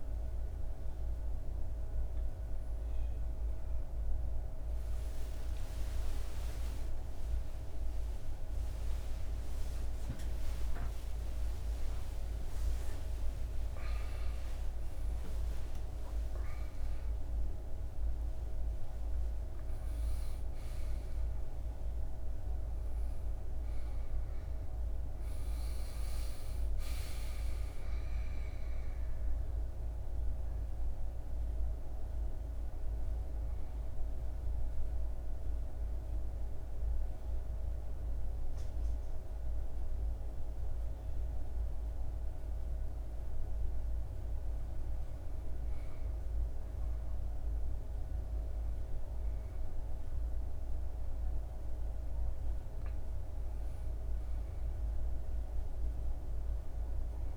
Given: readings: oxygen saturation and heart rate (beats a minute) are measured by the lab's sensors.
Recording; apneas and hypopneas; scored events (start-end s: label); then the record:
breathing in sleep, hard to hear, by a room microphone; 1
24.50-28.00 s: arousal
32.50-43.50 s: central apnea (oxygen 98% before, 95% lowest, heart rate 104 before, 76 extreme, up 4 after)
46.00-50.50 s: arousal
From the record:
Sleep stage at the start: N2 (light sleep); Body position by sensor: on the back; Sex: male